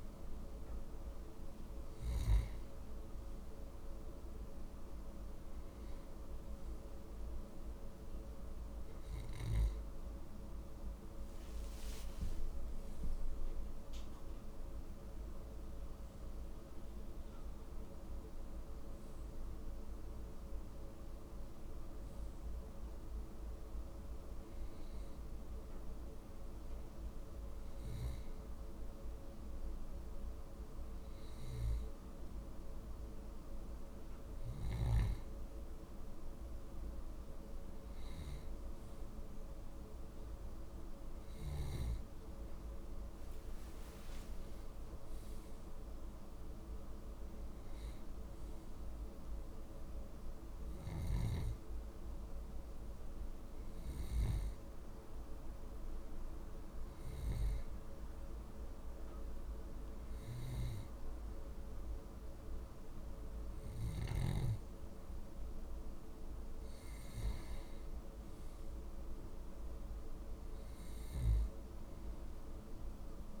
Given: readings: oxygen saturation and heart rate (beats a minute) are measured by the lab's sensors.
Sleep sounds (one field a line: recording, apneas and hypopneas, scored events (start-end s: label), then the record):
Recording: breathing in sleep, hard to hear, by a room microphone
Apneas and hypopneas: none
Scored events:
10.50-14.50 s: arousal
From the record:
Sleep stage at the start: N2 (light sleep)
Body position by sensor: on the left side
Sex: male